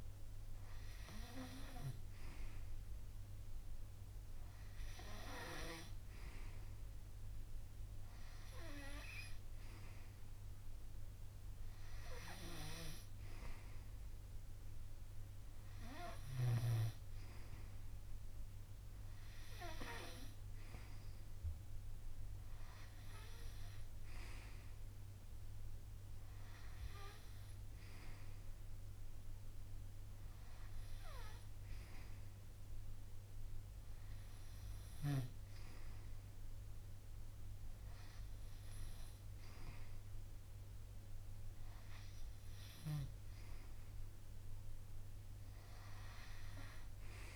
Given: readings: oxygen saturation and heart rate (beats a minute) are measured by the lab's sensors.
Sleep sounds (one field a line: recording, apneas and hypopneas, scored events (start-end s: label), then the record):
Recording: breathing in sleep by a room microphone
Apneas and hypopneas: none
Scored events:
none scored
From the record:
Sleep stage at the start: N2 (light sleep)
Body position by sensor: on the right side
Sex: male